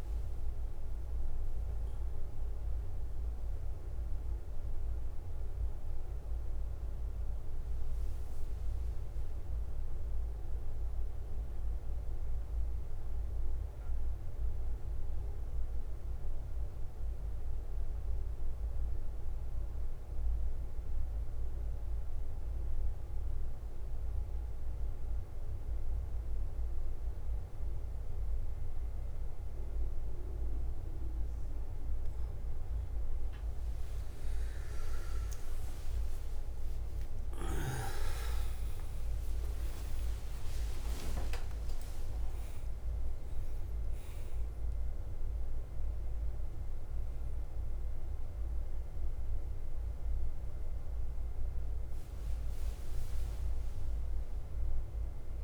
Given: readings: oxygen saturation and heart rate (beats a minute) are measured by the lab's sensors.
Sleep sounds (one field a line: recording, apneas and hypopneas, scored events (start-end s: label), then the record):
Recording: breathing in sleep, hard to hear, by a room microphone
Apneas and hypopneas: 1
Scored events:
0.00-34.50 s: bradycardia (device-marked, heart rate 35 extreme)
14.00-31.00 s: mixed apnea (oxygen 98% before, 92% lowest, heart rate 52 before, 48 extreme, up 38 after)
32.50-50.50 s: oxygen desaturation (device-marked, oxygen 98% before, 92% lowest, heart rate 50 before, 55 extreme)
33.50-39.00 s: arousal
38.00-40.00 s: long interval between heartbeats (device-marked, heart rate 50 before, 72 extreme)
42.50-55.44 s: bradycardia (device-marked, heart rate 50 before, 48 extreme)
44.50-55.44 s: new sleep stage, N1 (lightest sleep)
53.00-55.44 s: arousal
From the record:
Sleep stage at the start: N2 (light sleep)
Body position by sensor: on the back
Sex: male